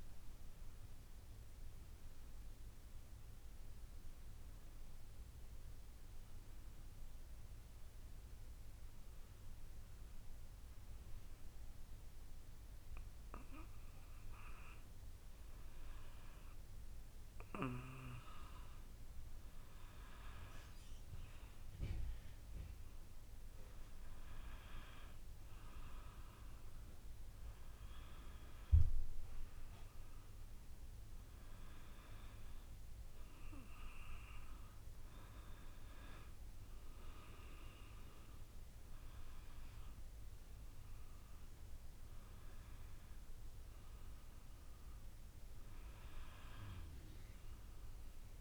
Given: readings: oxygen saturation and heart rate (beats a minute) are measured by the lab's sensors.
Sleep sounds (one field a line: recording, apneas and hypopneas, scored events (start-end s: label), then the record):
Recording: breathing in sleep by a room microphone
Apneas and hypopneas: 1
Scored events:
6.00-18.50 s: hypopnea (oxygen 97% before, 94% lowest, heart rate 64 before, 59 extreme, up 2 after)
24.50-29.00 s: arousal
From the record:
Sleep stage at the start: N2 (light sleep)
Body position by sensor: on the back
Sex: female